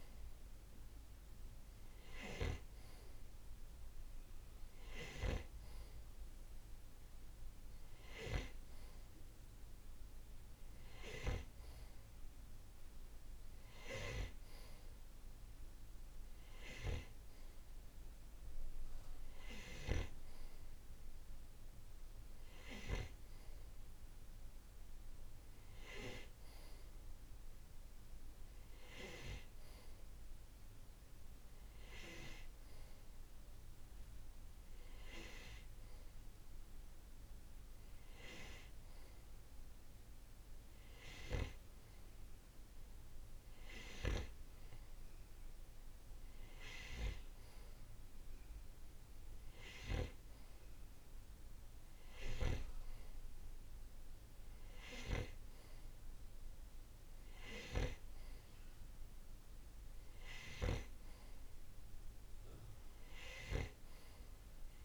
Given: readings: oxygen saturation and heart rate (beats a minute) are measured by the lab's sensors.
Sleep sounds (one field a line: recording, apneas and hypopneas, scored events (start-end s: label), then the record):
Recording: breathing in sleep by a room microphone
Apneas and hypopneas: none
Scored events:
none scored
From the record:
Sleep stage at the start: N2 (light sleep)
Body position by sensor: on the right side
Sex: male